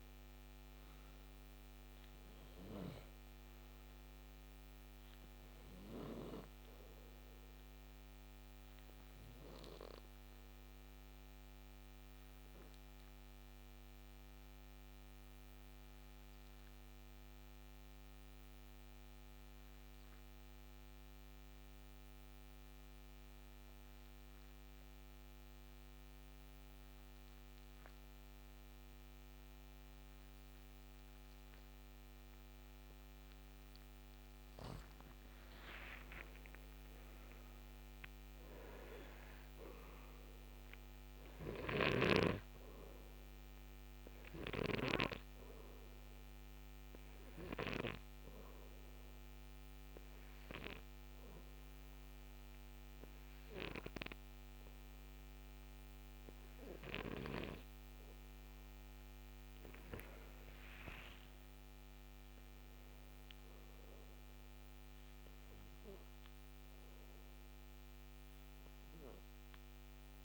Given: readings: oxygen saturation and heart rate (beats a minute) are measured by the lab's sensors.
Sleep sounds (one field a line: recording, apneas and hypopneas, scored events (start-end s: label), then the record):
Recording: breathing in sleep by a microphone on the trachea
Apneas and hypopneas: 2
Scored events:
0.00-22.00 s: oxygen desaturation (device-marked, oxygen 88% lowest, heart rate 55 extreme)
12.00-34.00 s: obstructive apnea (oxygen 98% before, 88% lowest, heart rate 61 before, 56 extreme, up 23 after)
35.00-39.00 s: arousal
36.00-59.00 s: oxygen desaturation (device-marked, oxygen 98% before, 89% lowest, heart rate 61 before, 52 extreme)
41.00-44.50 s: snoring (device-marked)
43.50-58.00 s: hypopnea (oxygen 98% before, 84% lowest, heart rate 68 before, 52 extreme, up 21 after)
61.00-65.00 s: arousal
From the record:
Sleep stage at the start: N2 (light sleep)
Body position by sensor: on the right side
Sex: male